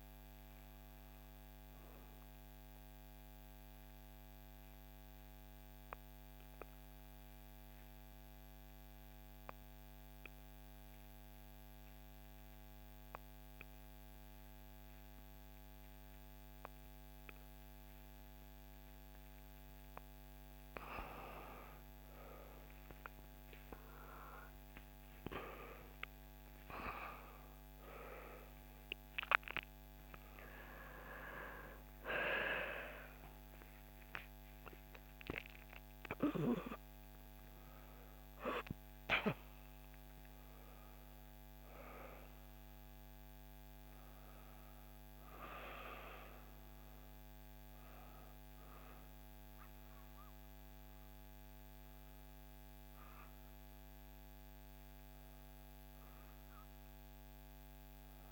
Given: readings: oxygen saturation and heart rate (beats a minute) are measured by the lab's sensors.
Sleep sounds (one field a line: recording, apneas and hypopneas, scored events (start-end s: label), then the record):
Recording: breathing in sleep by a microphone on the trachea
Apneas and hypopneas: 1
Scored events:
0.00-8.50 s: oxygen desaturation (device-marked, oxygen 91% lowest, heart rate 58 extreme)
3.50-20.00 s: obstructive apnea (oxygen 95% before, 88% lowest, heart rate 61 before, 58 extreme, up 8 after)
22.00-26.50 s: arousal
22.50-52.50 s: oxygen desaturation (device-marked, oxygen 97% before, 88% lowest, heart rate 59 before, 59 extreme)
40.50-58.32 s: new sleep stage, N1 (lightest sleep)
55.00-58.32 s: arousal
From the record:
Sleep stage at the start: N2 (light sleep)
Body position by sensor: on the back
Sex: female